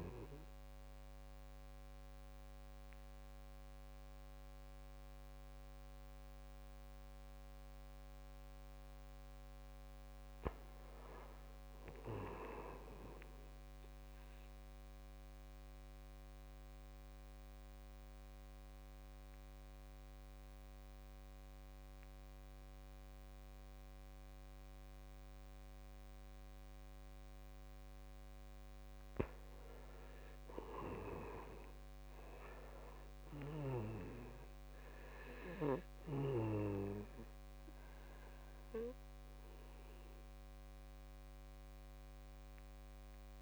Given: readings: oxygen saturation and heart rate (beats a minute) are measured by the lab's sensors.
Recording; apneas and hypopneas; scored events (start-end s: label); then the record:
breathing in sleep by a microphone on the trachea; 1
0.00-9.50 s: oxygen desaturation (device-marked, oxygen 93% lowest, heart rate 55 extreme)
14.00-28.50 s: obstructive apnea (oxygen 97% before, 87% lowest, heart rate 59 before, 56 extreme, up 8 after)
16.50-27.50 s: oxygen desaturation (device-marked, oxygen 96% before, 93% lowest, heart rate 59 before, 56 extreme)
30.00-33.50 s: arousal
32.50-43.42 s: oxygen desaturation (device-marked, oxygen 95% before, 89% lowest, heart rate 60 before, 56 extreme)
From the record:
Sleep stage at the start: N2 (light sleep); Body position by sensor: on the back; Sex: male